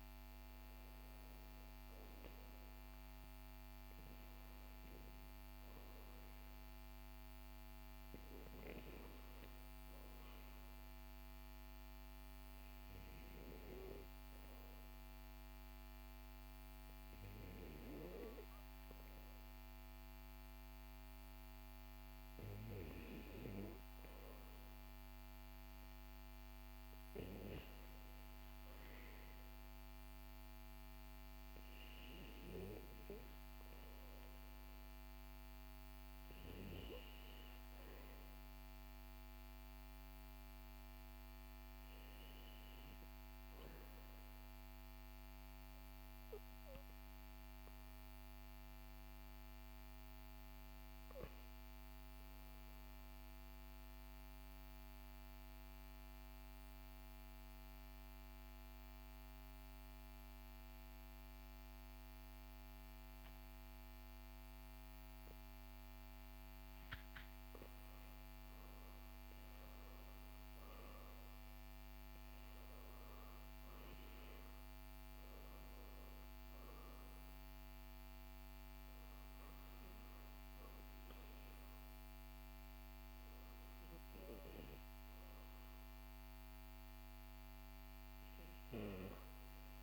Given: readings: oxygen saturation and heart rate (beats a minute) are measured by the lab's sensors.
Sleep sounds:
breathing in sleep by a microphone on the trachea; 1
0.00-1.50 s: arousal
53.00-66.00 s: central apnea (oxygen 97% before, 93% lowest, heart rate 59 before, 58 extreme, up 5 after)
69.00-74.50 s: arousal
From the record:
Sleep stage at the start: REM sleep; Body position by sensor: on the back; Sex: male

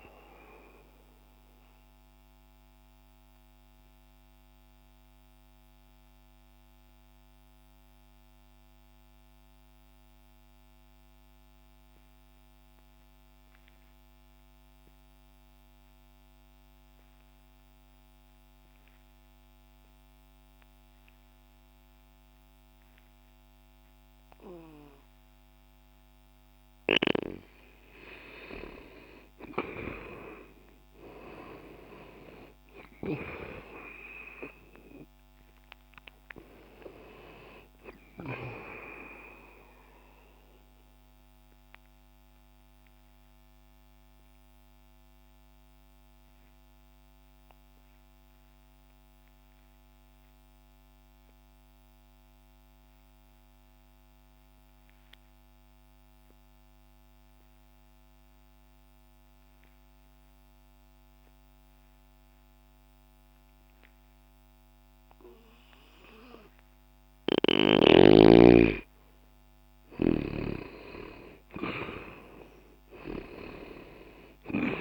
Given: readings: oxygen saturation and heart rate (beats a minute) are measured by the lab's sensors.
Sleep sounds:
breathing in sleep by a microphone on the trachea; 2
0.00-26.00 s: oxygen desaturation (device-marked, oxygen 86% lowest, heart rate 60 extreme)
1.00-26.50 s: mixed apnea (oxygen 97% before, 79% lowest, heart rate 70 before, 60 extreme, up 0 after)
29.00-34.00 s: arousal
31.00-61.00 s: oxygen desaturation (device-marked, oxygen 97% before, 79% lowest, heart rate 60 before, 60 extreme)
41.50-67.50 s: obstructive apnea (oxygen 97% before, 79% lowest, heart rate 61 before, 60 extreme, up 0 after)
70.00-74.00 s: arousal
From the record:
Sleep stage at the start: N2 (light sleep); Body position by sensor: on the left side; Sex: male

